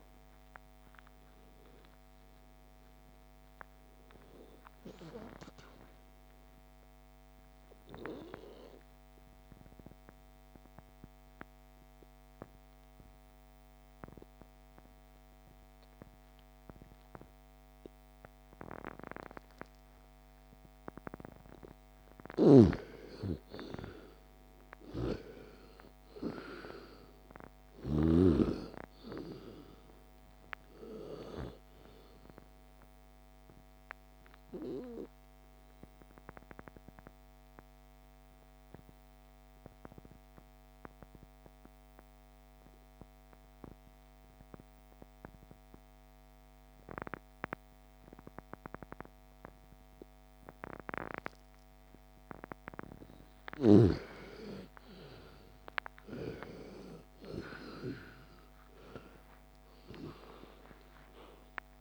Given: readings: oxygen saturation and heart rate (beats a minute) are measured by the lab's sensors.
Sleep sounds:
breathing in sleep by a microphone on the trachea; 2
0.00-3.00 s: arousal
4.00-19.00 s: oxygen desaturation (device-marked, oxygen 97% before, 87% lowest, heart rate 65 before, 41 extreme)
9.00-22.50 s: obstructive apnea (oxygen 97% before, 84% lowest, heart rate 63 before, 45 extreme, up 11 after)
22.00-28.00 s: snoring (device-marked)
24.00-28.00 s: arousal
28.00-48.00 s: oxygen desaturation (device-marked, oxygen 98% before, 87% lowest, heart rate 54 before, 38 extreme)
36.50-53.00 s: obstructive apnea (oxygen 98% before, 82% lowest, heart rate 59 before, 38 extreme, up 24 after)
54.00-58.00 s: arousal
60.00-61.81 s: oxygen desaturation (device-marked, oxygen 99% before, 84% lowest, heart rate 51 before, 38 extreme)
From the record:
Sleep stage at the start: N2 (light sleep); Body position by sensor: on the left side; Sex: female

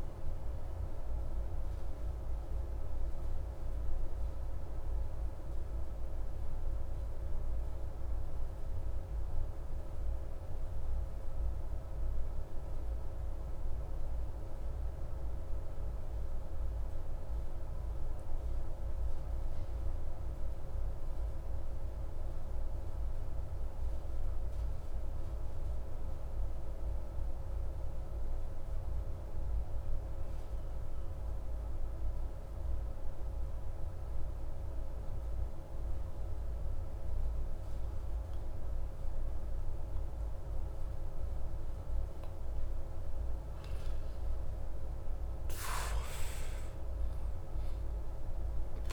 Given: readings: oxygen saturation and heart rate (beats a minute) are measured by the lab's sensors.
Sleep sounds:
breathing in sleep, hard to hear, by a room microphone; 1
1.00-42.00 s: obstructive apnea (oxygen 97% before, 92% lowest)
42.00-48.93 s: oxygen desaturation (device-marked, oxygen 97% before, 93% lowest)
43.50-47.50 s: arousal
From the record:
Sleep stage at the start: N2 (light sleep); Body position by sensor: on the back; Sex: male

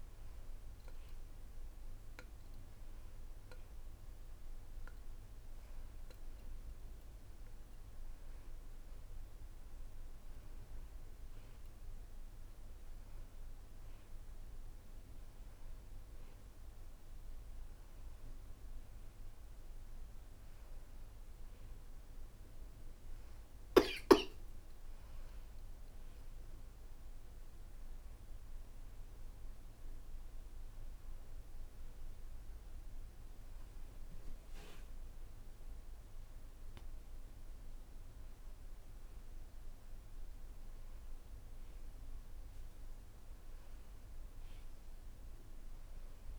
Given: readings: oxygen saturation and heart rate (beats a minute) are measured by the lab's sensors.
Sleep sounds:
breathing in sleep, hard to hear, by a room microphone; none
none scored
From the record:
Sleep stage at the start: N1 (lightest sleep); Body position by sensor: on the back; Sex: female

